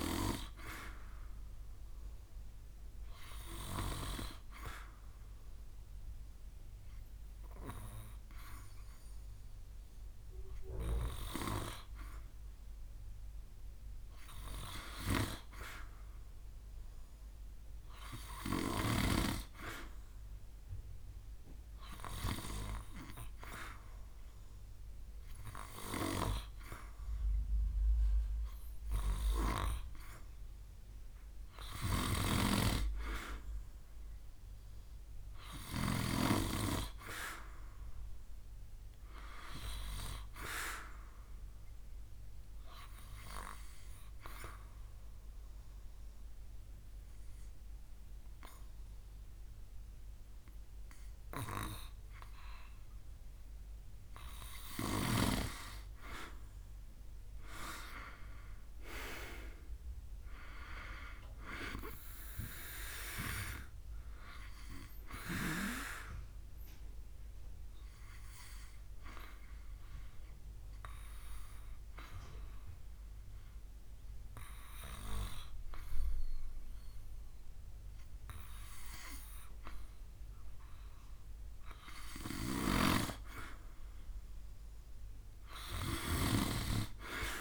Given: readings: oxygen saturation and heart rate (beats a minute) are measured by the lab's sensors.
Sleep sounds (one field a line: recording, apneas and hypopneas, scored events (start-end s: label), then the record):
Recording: breathing in sleep by a room microphone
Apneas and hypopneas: 3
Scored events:
0.00-11.50 s: oxygen desaturation (device-marked, oxygen 94% lowest, heart rate 67 extreme)
1.00-12.50 s: obstructive apnea (oxygen 98% before, 91% lowest, heart rate 72 before, 67 extreme, up 4 after)
15.50-18.50 s: arousal
31.50-36.00 s: snoring (device-marked)
41.00-53.00 s: obstructive apnea (oxygen 96% before, 91% lowest, heart rate 71 before, 62 extreme, up 9 after)
56.50-61.00 s: arousal
66.50-81.50 s: obstructive apnea (oxygen 93% before, 91% lowest, heart rate 70 before, 67 extreme, up 7 after)
84.50-87.41 s: arousal
From the record:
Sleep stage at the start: N2 (light sleep)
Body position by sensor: on the back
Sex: male